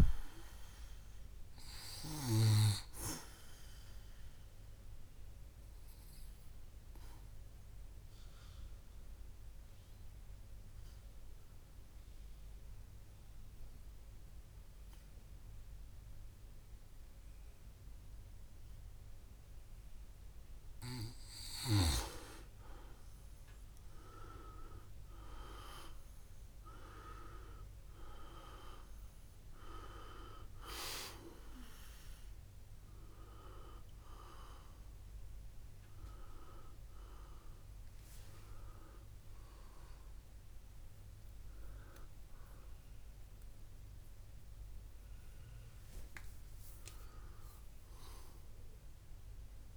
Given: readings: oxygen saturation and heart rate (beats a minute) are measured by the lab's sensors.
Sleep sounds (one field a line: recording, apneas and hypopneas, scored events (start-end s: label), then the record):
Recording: breathing in sleep by a room microphone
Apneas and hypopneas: 1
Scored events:
0.00-22.00 s: oxygen desaturation (device-marked, oxygen 93% lowest, heart rate 60 extreme)
4.00-20.00 s: obstructive apnea (oxygen 99% before, 92% lowest, heart rate 64 before, 60 extreme, up 7 after)
23.50-28.00 s: arousal
27.00-49.00 s: oxygen desaturation (device-marked, oxygen 98% before, 92% lowest, heart rate 63 before, 60 extreme)
From the record:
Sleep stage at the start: N2 (light sleep)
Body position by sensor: on the back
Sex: male